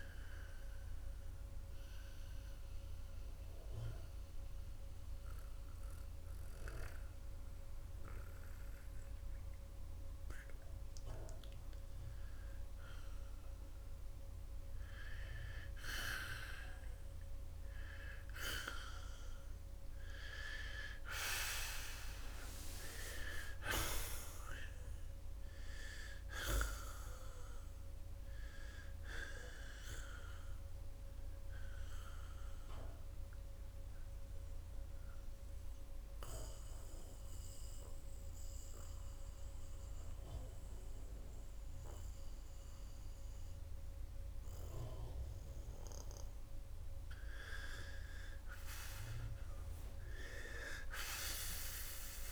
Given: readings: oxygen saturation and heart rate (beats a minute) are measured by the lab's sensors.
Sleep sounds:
breathing in sleep by a room microphone; 2
0.00-21.00 s: oxygen desaturation (device-marked, oxygen 88% lowest)
0.50-11.50 s: central apnea (oxygen 92% before, 88% lowest)
20.00-24.00 s: arousal
25.00-52.32 s: new sleep stage, N2 (light sleep)
35.00-47.00 s: mixed apnea (oxygen 92% before, 86% lowest)
50.00-52.32 s: arousal
From the record:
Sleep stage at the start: N1 (lightest sleep); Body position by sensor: on the right side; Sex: male

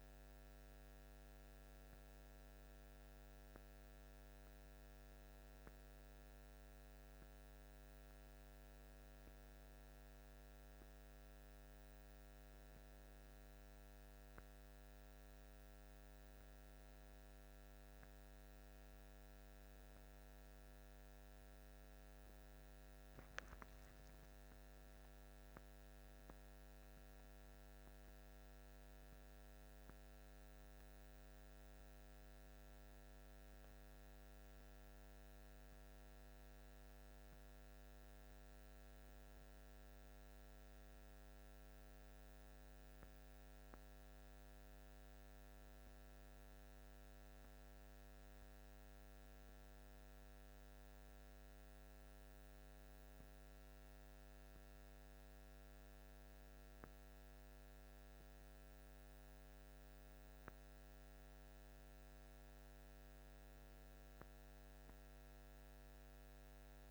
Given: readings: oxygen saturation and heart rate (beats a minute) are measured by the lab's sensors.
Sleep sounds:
a person partly awake in a sleep study, hard to hear, by a microphone on the trachea; none
21.00-66.91 s: new sleep stage, N1 (lightest sleep)
From the record:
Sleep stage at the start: awake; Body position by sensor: on the back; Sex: male

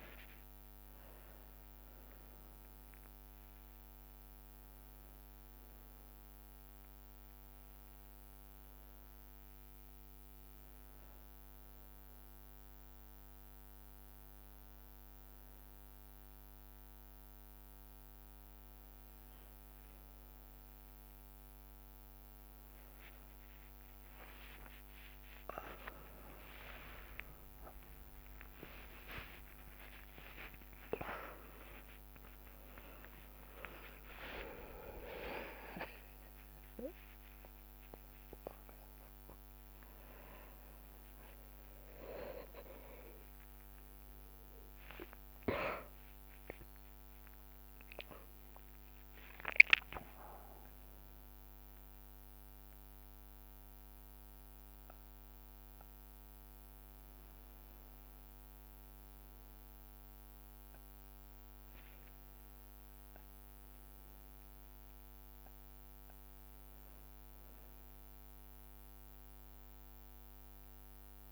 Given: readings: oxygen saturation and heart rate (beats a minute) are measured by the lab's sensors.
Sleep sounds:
a person awake in a sleep study, by a microphone on the trachea; none
11.50-29.50 s: bradycardia (device-marked)
30.00-32.00 s: long interval between heartbeats (device-marked)
32.50-34.50 s: long interval between heartbeats (device-marked)
34.50-71.32 s: new sleep stage, awake
From the record:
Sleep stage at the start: N1 (lightest sleep); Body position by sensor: on the back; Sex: male

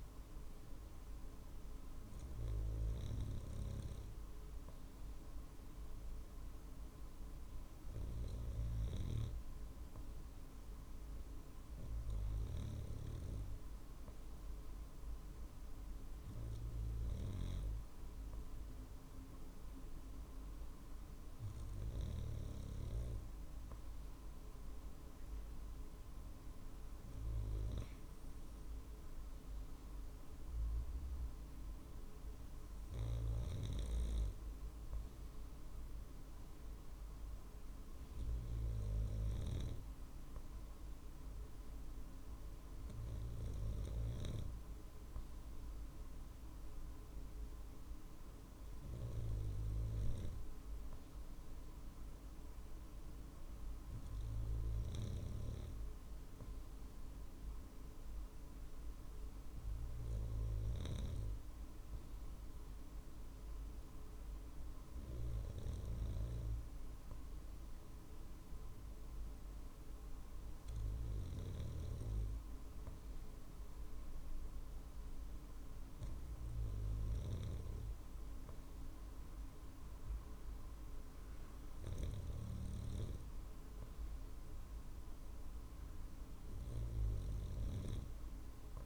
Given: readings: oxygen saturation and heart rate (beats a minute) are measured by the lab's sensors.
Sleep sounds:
breathing in sleep by a room microphone; none
none scored
From the record:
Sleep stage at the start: N2 (light sleep); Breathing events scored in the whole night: 152 in 6.6 hours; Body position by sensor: on the right side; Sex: male

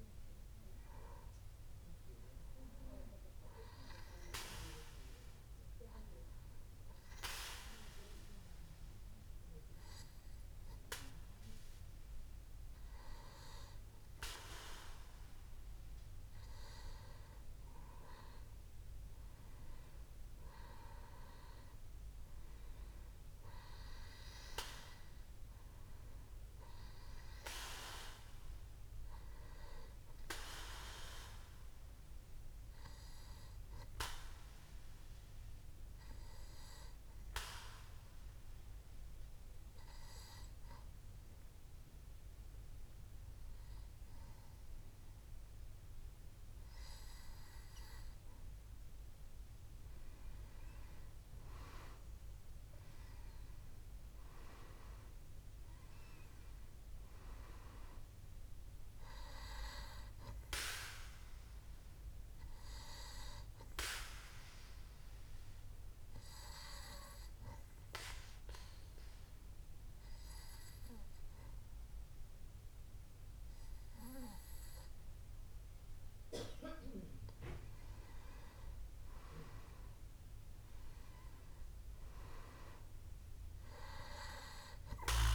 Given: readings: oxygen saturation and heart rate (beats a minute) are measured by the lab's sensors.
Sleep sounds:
breathing in sleep by a room microphone; 3
0.50-13.50 s: hypopnea (oxygen 99% before, 93% lowest, heart rate 65 before, 64 extreme, up 3 after)
9.50-85.35 s: new sleep stage, N2 (light sleep)
21.00-25.50 s: arousal
34.00-48.50 s: obstructive apnea (oxygen 98% before, 93% lowest, heart rate 66 before, 64 extreme, up 6 after)
51.00-55.00 s: arousal
53.50-77.50 s: oxygen desaturation (device-marked, oxygen 97% before, 93% lowest, heart rate 66 before, 64 extreme)
64.00-76.50 s: obstructive apnea (oxygen 97% before, 93% lowest, heart rate 67 before, 64 extreme, up 3 after)
78.50-81.50 s: arousal
From the record:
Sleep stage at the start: N1 (lightest sleep); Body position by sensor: on the back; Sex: male

